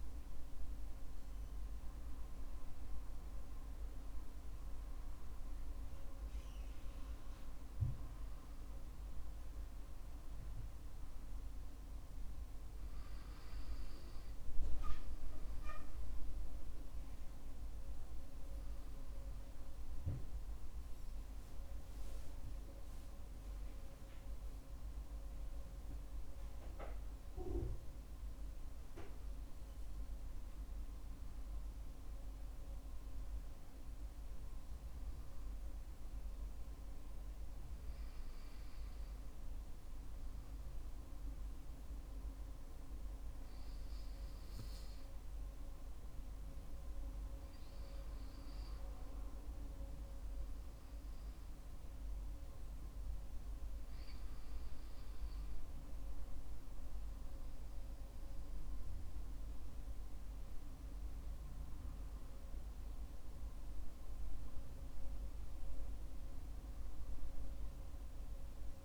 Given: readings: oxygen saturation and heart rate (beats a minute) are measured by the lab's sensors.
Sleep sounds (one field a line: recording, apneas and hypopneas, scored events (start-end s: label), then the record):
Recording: a person partly awake in a sleep study, hard to hear, by a room microphone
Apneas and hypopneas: 1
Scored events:
0.00-22.50 s: oxygen desaturation (device-marked, oxygen 92% lowest, heart rate 52 extreme)
19.50-49.50 s: new sleep stage, N1 (lightest sleep)
42.00-54.50 s: hypopnea (oxygen 95% before, 93% lowest, heart rate 65 before, 53 extreme, up 6 after)
49.50-68.85 s: new sleep stage, N2 (light sleep)
60.00-65.50 s: arousal
From the record:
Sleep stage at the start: awake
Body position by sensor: on the back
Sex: male